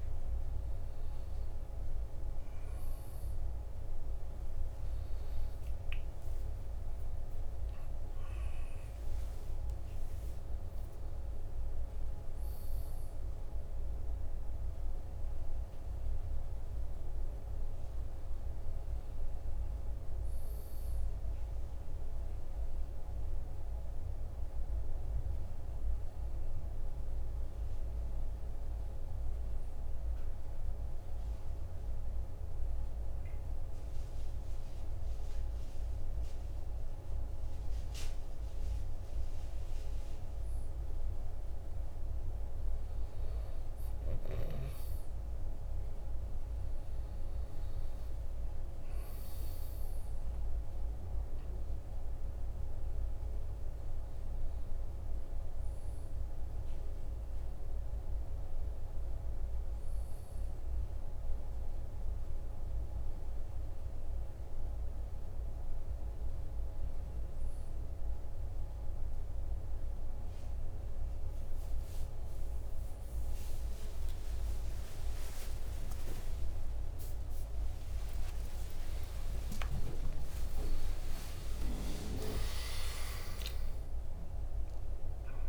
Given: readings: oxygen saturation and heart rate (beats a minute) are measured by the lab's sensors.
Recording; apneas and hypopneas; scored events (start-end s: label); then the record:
breathing in sleep, hard to hear, by a room microphone; 1
22.50-26.00 s: arousal
28.50-39.00 s: hypopnea (oxygen 97% before, 96% lowest, heart rate 50 before, 47 extreme, up 1 after)
42.00-46.50 s: arousal
66.00-85.49 s: new sleep stage, awake
From the record:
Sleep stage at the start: N1 (lightest sleep); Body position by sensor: on the right side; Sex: male